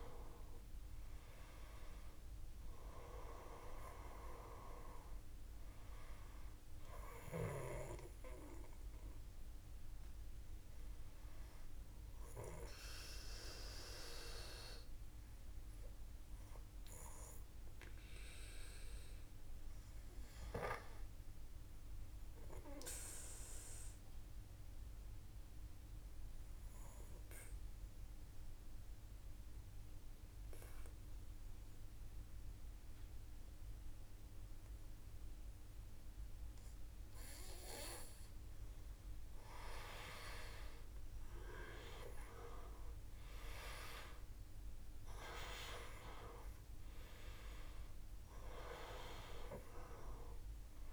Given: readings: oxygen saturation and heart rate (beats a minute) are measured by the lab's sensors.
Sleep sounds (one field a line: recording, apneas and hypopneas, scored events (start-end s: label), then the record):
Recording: breathing in sleep by a room microphone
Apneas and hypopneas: 1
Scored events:
0.00-19.50 s: oxygen desaturation (device-marked, oxygen 87% lowest, heart rate 54 extreme)
21.50-36.50 s: obstructive apnea (oxygen 97% before, 89% lowest, heart rate 56 before, 54 extreme, up 4 after)
38.50-50.93 s: oxygen desaturation (device-marked, oxygen 97% before, 89% lowest, heart rate 56 before, 55 extreme)
39.00-42.50 s: arousal
48.50-50.93 s: new sleep stage, N1 (lightest sleep)
From the record:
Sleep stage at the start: N2 (light sleep)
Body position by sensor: on the back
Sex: male